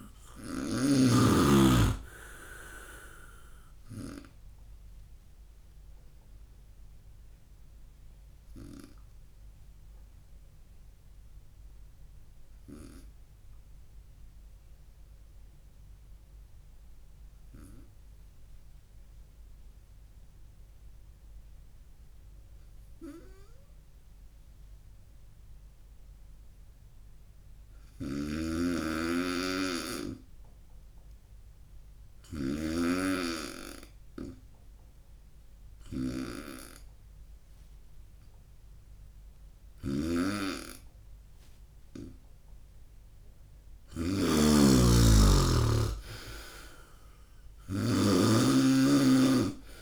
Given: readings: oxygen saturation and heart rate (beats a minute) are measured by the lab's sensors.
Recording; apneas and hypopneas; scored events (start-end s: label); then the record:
breathing in sleep by a room microphone; 1
0.00-1.00 s: snoring (device-marked)
5.00-41.00 s: obstructive apnea (oxygen 98% before, 91% lowest, heart rate 70 before, 62 extreme, up 6 after)
21.00-30.00 s: oxygen desaturation (device-marked, oxygen 96% before, 91% lowest, heart rate 69 before, 64 extreme)
28.00-49.81 s: snoring (device-marked)
44.00-47.00 s: arousal
From the record:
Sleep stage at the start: N2 (light sleep); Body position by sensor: on the right side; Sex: male